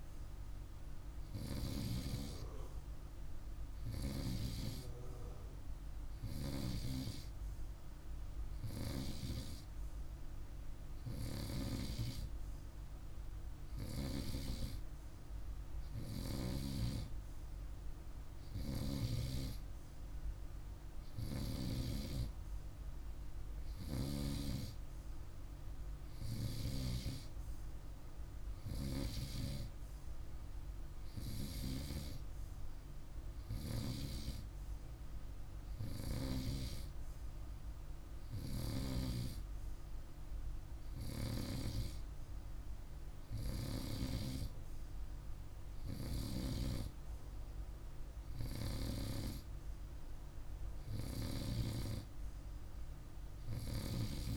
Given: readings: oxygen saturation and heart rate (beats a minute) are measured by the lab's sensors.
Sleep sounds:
breathing in sleep by a room microphone; none
none scored
From the record:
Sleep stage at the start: N2 (light sleep); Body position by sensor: on the right side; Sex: male

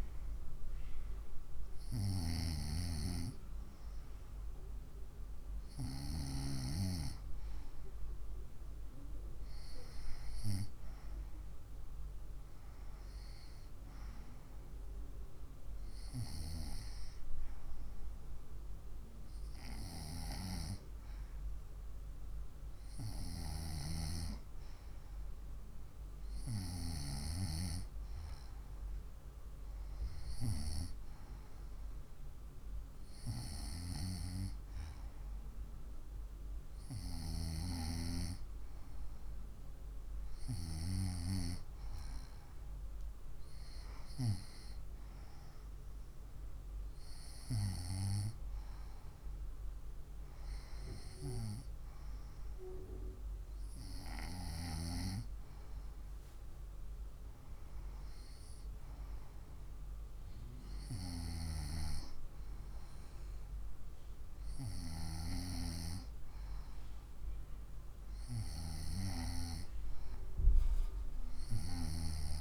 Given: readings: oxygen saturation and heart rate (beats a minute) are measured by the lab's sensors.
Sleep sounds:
breathing in sleep by a room microphone; none
none scored
From the record:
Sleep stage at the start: N2 (light sleep); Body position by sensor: on the right side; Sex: female

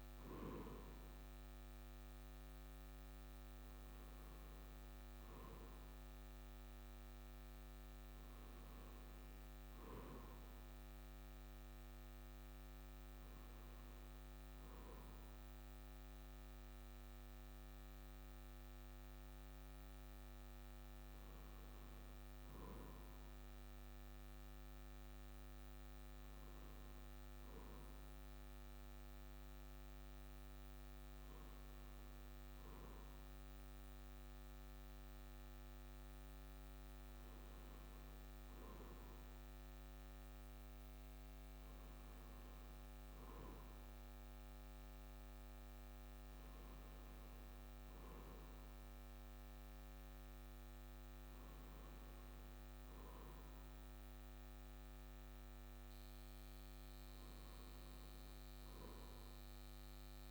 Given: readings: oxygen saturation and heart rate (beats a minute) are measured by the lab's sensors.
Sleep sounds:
breathing in sleep, hard to hear, by a microphone on the trachea; none
0.00-2.50 s: arousal
20.50-60.31 s: new sleep stage, N2 (light sleep)
From the record:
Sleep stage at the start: N1 (lightest sleep); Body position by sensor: on the right side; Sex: male

